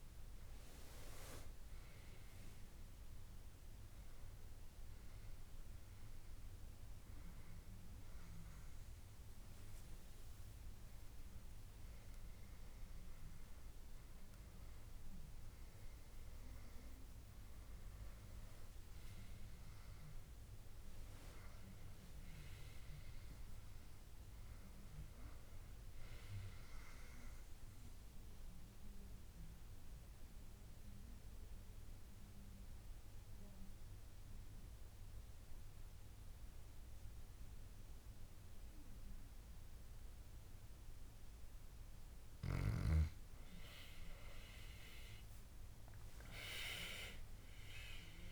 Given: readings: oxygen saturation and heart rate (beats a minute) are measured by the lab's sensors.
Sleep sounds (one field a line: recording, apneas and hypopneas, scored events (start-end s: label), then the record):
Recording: breathing in sleep by a room microphone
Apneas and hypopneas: 1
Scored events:
0.00-5.50 s: oxygen desaturation (device-marked, oxygen 94% lowest, heart rate 71 extreme)
9.00-11.00 s: long interval between heartbeats (device-marked, heart rate 75 before, 72 extreme)
21.00-24.50 s: arousal
28.50-42.50 s: obstructive apnea (oxygen 98% before, 92% lowest, heart rate 74 before, 66 extreme, up 14 after)
44.00-47.50 s: arousal
46.50-48.32 s: oxygen desaturation (device-marked, oxygen 96% before, 92% lowest, heart rate 69 before, 65 extreme)
From the record:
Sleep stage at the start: N2 (light sleep)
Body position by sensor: on the back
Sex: male